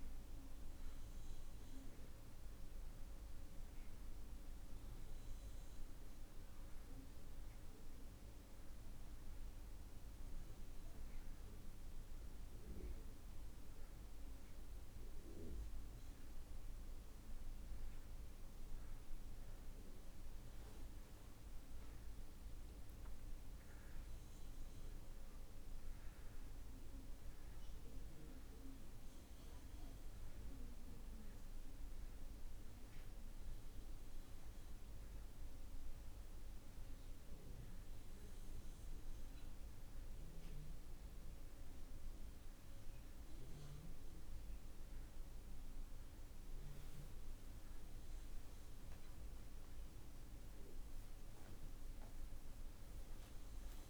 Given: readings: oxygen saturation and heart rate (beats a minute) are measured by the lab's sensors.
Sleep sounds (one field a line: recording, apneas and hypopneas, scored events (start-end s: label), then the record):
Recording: breathing in sleep, hard to hear, by a room microphone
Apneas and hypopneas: none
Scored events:
none scored
From the record:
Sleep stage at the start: N2 (light sleep)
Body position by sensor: on the back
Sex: male